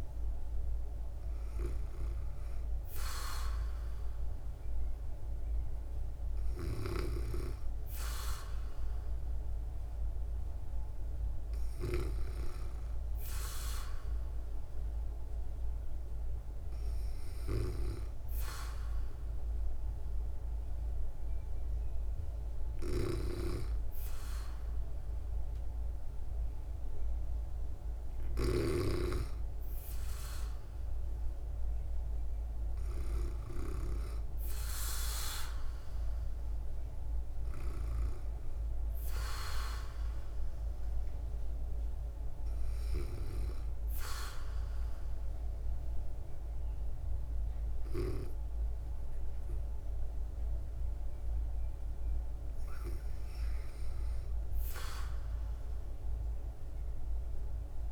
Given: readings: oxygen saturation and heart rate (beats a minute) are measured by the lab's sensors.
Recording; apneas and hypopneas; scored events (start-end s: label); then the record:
breathing in sleep by a room microphone; 1
13.50-26.00 s: hypopnea (oxygen 96% before, 93% lowest, heart rate 61 before, 59 extreme, up 1 after)
22.00-28.00 s: snoring (device-marked)
28.50-32.50 s: arousal
30.50-52.50 s: oxygen desaturation (device-marked, oxygen 96% before, 93% lowest, heart rate 59 before, 58 extreme)
From the record:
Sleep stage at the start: N2 (light sleep); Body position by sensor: on the back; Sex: female